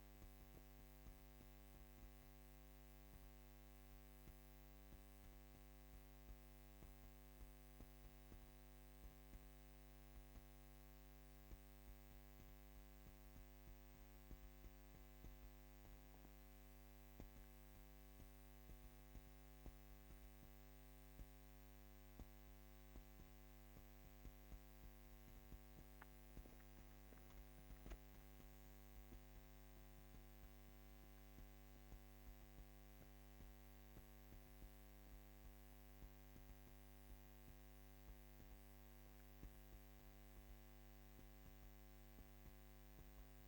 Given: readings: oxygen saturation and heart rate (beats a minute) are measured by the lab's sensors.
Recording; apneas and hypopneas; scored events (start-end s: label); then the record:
breathing in sleep, hard to hear, by a microphone on the trachea; none
none scored
From the record:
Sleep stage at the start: N1 (lightest sleep); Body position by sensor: on the back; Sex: female